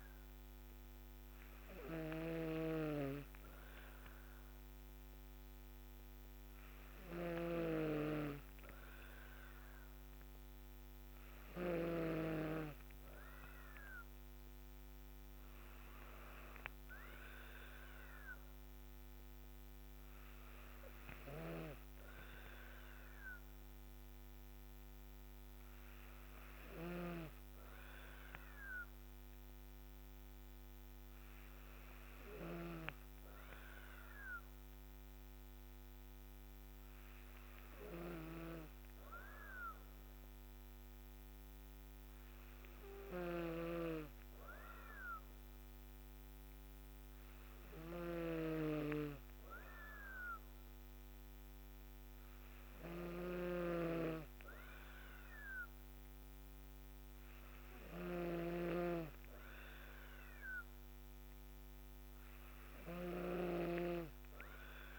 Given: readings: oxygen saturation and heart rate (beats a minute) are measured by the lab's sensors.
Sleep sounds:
breathing in sleep by a microphone on the trachea; none
0.00-2.50 s: snoring (device-marked)
48.00-53.50 s: snoring (device-marked)
63.00-64.99 s: snoring (device-marked)
From the record:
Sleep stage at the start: N2 (light sleep); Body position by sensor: on the back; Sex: female

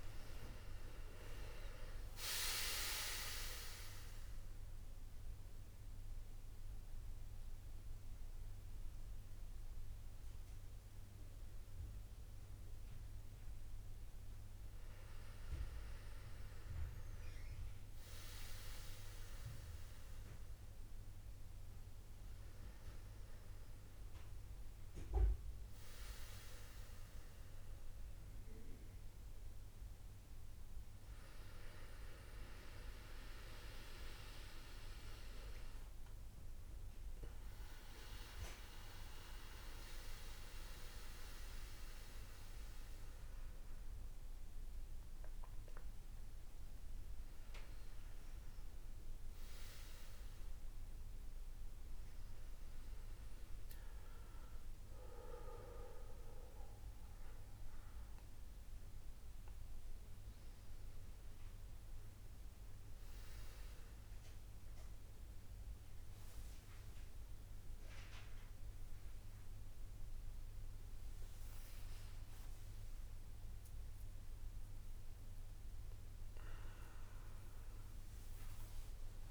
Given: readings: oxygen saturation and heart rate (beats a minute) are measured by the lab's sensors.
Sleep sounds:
breathing in sleep by a room microphone; none
none scored
From the record:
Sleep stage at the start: N1 (lightest sleep); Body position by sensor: on the back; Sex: male

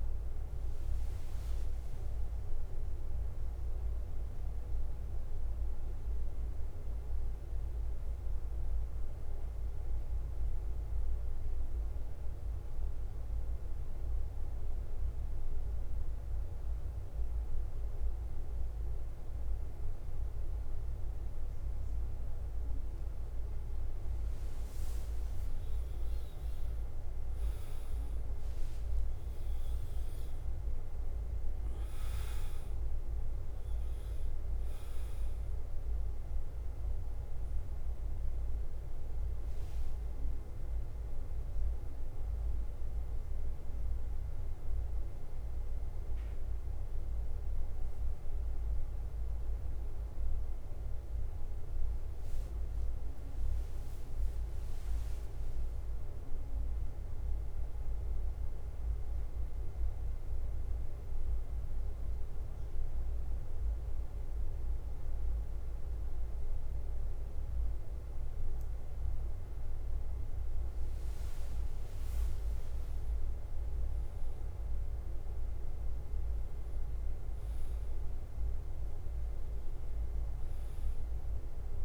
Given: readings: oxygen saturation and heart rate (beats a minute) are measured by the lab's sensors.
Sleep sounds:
breathing in sleep, hard to hear, by a room microphone; 2
0.00-81.85 s: bradycardia (device-marked, heart rate 35 extreme)
0.50-3.00 s: arousal
4.50-24.50 s: mixed apnea (oxygen 99% before, 94% lowest, heart rate 52 before, 43 extreme, up 9 after)
26.50-30.50 s: arousal
30.50-32.50 s: long interval between heartbeats (device-marked, heart rate 48 before, 56 extreme)
47.00-61.00 s: oxygen desaturation (device-marked, oxygen 97% before, 94% lowest, heart rate 53 before, 49 extreme)
59.00-71.50 s: central apnea (oxygen 99% before, 96% lowest, heart rate 49 before, 47 extreme, up 4 after)
72.50-76.00 s: arousal
From the record:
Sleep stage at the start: N2 (light sleep); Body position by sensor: on the back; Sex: male

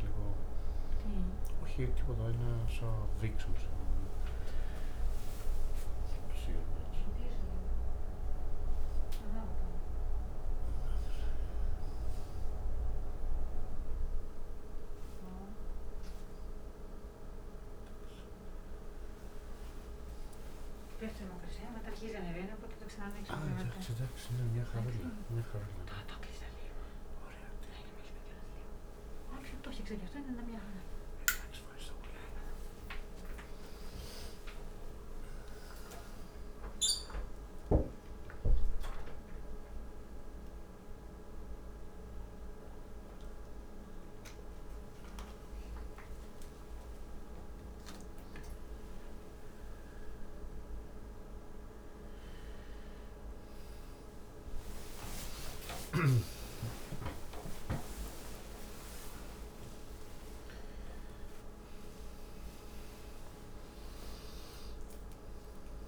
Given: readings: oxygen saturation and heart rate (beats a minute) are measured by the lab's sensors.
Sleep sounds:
a person awake in a sleep study, by a room microphone; none
0.00-2.00 s: snoring (device-marked)
From the record:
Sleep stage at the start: awake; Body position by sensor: on the right side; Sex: male

